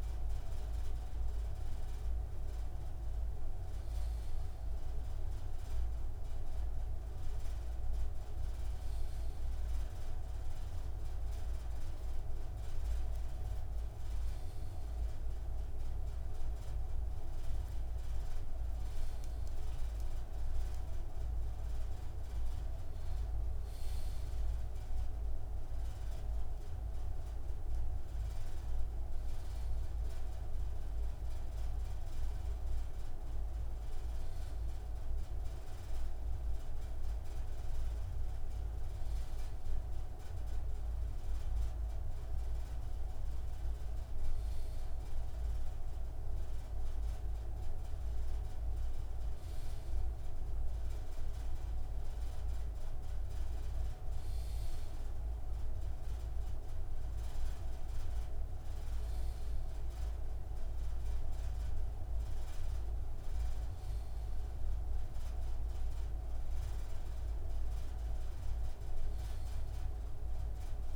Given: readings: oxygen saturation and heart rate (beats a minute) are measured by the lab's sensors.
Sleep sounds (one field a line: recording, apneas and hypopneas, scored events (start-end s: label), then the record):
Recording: breathing in sleep, hard to hear, by a room microphone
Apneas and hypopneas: none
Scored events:
none scored
From the record:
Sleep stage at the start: N2 (light sleep)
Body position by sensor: on the left side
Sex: male